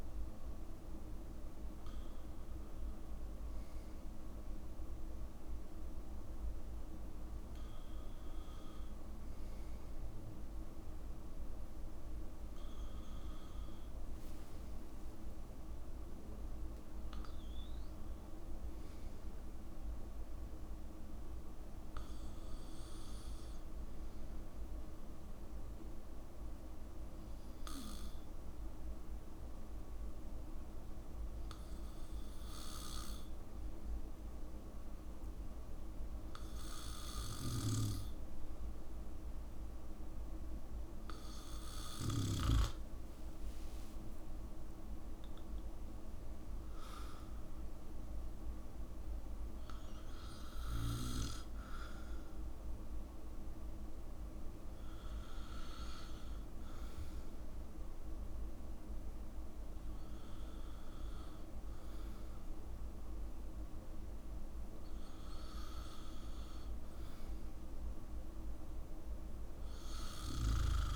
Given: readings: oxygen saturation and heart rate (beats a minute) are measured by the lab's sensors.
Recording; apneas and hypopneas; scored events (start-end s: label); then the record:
breathing in sleep, hard to hear, by a room microphone; 1
25.50-39.00 s: obstructive apnea (oxygen 95% before, 93% lowest, heart rate 66 before, 55 extreme, up 9 after)
41.00-44.00 s: arousal
From the record:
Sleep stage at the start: N2 (light sleep); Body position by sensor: on the back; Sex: male